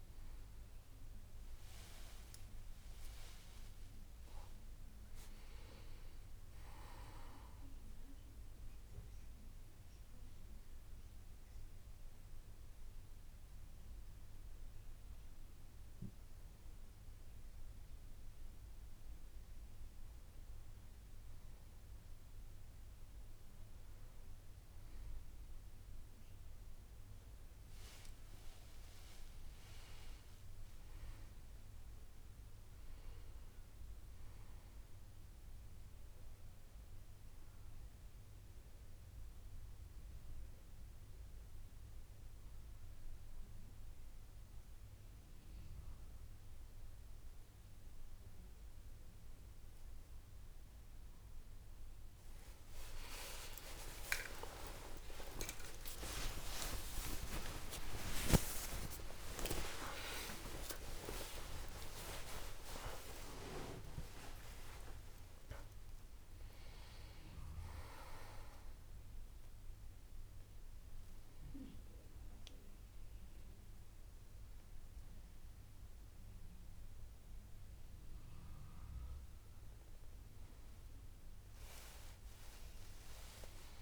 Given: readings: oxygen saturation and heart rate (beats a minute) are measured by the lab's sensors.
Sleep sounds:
a person partly awake in a sleep study, by a room microphone; none
36.00-66.00 s: new sleep stage, N1 (lightest sleep)
54.50-60.00 s: arousal
66.00-83.81 s: new sleep stage, N2 (light sleep)
82.00-83.81 s: arousal
From the record:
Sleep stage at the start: awake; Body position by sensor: on the back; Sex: male

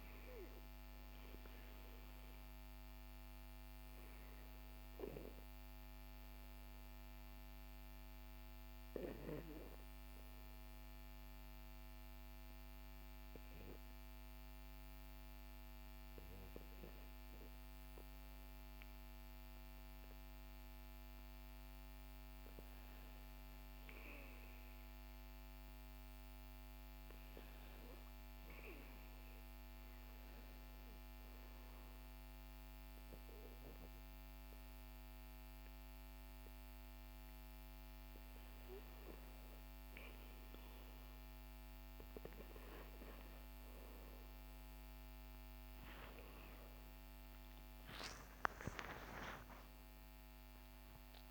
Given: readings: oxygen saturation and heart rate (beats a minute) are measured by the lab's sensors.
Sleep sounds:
breathing in sleep by a microphone on the trachea; 1
6.00-20.50 s: obstructive apnea (oxygen 97% before, 94% lowest, heart rate 66 before, 62 extreme, up 5 after)
41.00-51.31 s: oxygen desaturation (device-marked, oxygen 97% before, 94% lowest, heart rate 65 before, 59 extreme)
45.00-51.31 s: arousal
From the record:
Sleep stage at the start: REM sleep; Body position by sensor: on the back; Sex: male

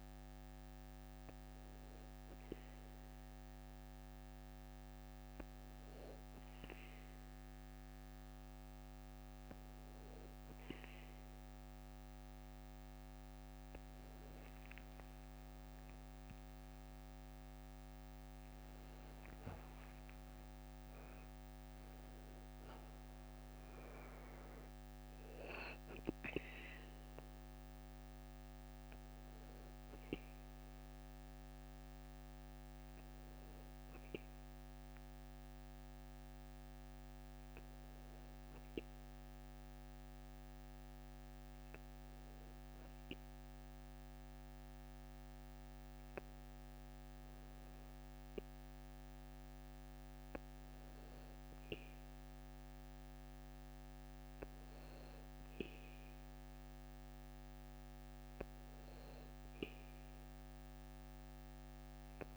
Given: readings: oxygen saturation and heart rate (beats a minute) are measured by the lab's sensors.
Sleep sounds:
breathing in sleep by a microphone on the trachea; 1
14.00-18.50 s: arousal
14.00-22.00 s: tachycardia (device-marked, heart rate 61 before, 157 extreme)
14.50-16.50 s: long interval between heartbeats (device-marked, heart rate 58 before, 67 extreme)
17.50-19.50 s: long interval between heartbeats (device-marked, heart rate 62 before, 112 extreme)
20.00-22.00 s: long interval between heartbeats (device-marked, heart rate 72 before, 148 extreme)
33.00-47.00 s: obstructive apnea (oxygen 99% before, 96% lowest, heart rate 94 before, 56 extreme, up 4 after)
48.50-52.00 s: arousal
From the record:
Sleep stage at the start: N2 (light sleep); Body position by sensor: on the back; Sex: male

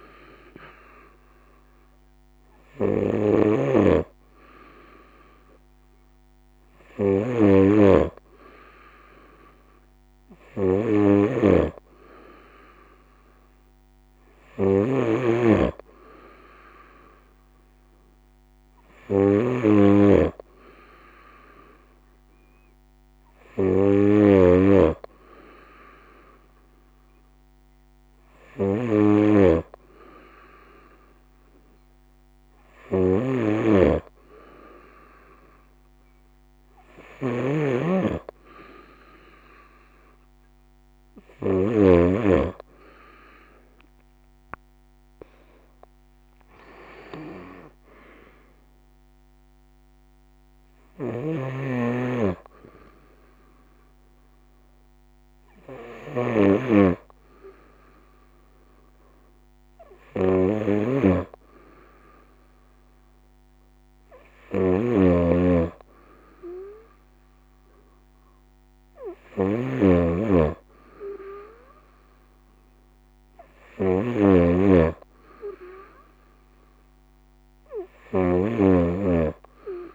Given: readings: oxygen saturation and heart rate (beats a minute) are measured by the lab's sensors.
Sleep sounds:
breathing in sleep by a microphone on the trachea; none
0.00-41.00 s: snoring (device-marked)
50.00-79.95 s: snoring (device-marked)
From the record:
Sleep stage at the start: N2 (light sleep); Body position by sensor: on the right side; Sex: female

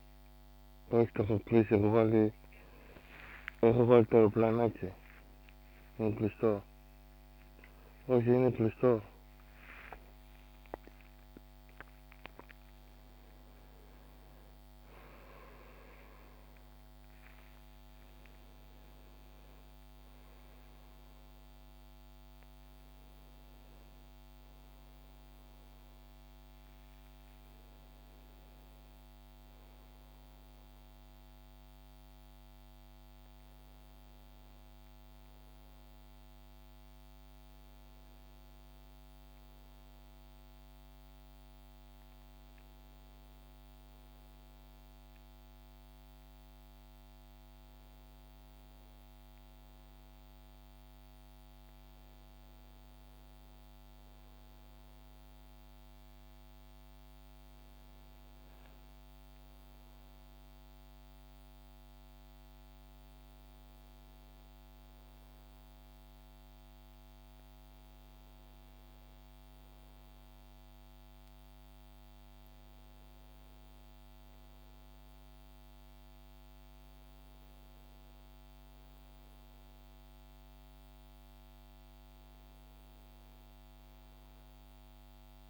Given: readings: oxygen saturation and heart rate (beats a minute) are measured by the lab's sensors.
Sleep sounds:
a person awake in a sleep study, by a microphone on the trachea; none
3.00-8.00 s: snoring (device-marked)
59.50-85.50 s: new sleep stage, N1 (lightest sleep)
From the record:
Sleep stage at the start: awake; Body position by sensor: on the back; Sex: male

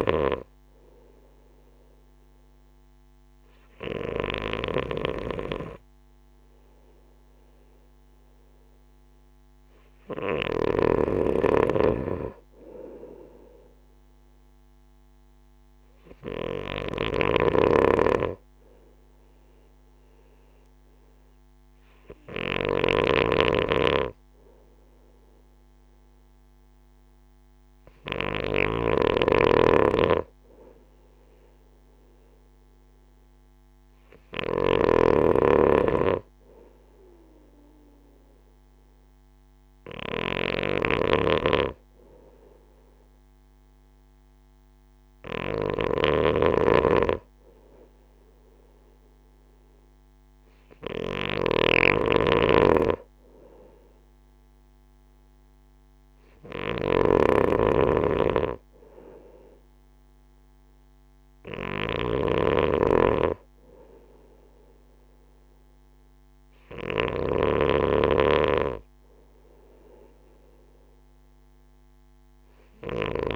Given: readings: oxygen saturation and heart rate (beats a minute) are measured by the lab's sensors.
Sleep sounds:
breathing in sleep by a microphone on the trachea; none
0.00-10.50 s: snoring (device-marked)
16.50-28.50 s: snoring (device-marked)
34.50-73.36 s: snoring (device-marked)
From the record:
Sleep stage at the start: N2 (light sleep); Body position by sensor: on the right side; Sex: male

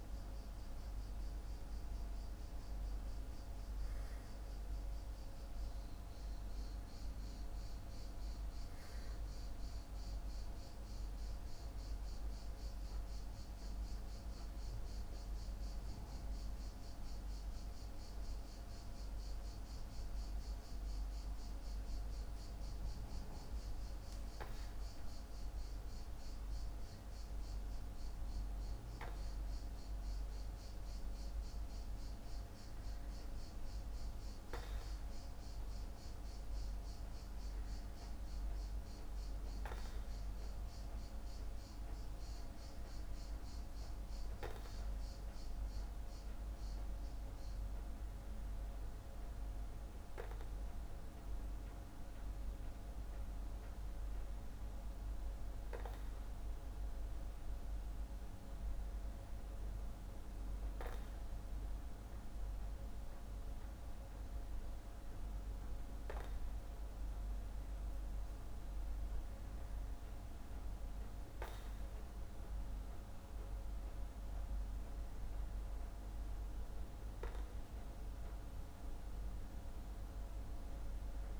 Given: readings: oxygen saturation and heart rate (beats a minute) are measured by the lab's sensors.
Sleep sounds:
breathing in sleep, hard to hear, by a room microphone; none
none scored
From the record:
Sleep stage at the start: N2 (light sleep); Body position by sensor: on the back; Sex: male

